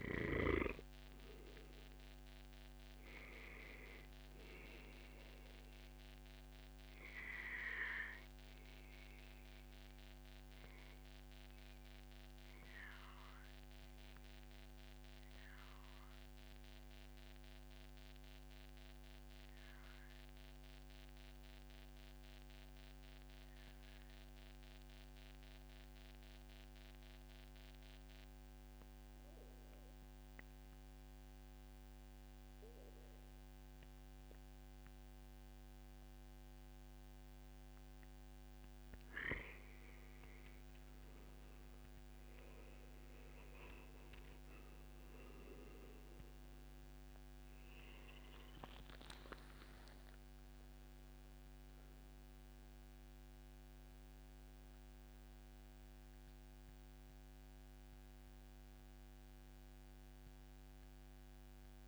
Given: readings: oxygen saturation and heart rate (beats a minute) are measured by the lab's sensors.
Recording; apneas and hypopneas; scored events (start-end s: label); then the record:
breathing in sleep by a microphone on the trachea; 1
0.00-8.00 s: oxygen desaturation (device-marked, oxygen 92% lowest, heart rate 99 extreme)
6.00-8.00 s: long interval between heartbeats (device-marked, heart rate 143 before, 115 extreme)
6.00-37.50 s: obstructive apnea (oxygen 97% before, 91% lowest, heart rate 143 before, 101 extreme, up 34 after)
28.50-30.50 s: long interval between heartbeats (device-marked, heart rate 117 before, 111 extreme)
34.00-36.00 s: long interval between heartbeats (device-marked, heart rate 119 before, 117 extreme)
40.50-45.00 s: arousal
From the record:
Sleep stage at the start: N2 (light sleep); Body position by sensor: on the back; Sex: male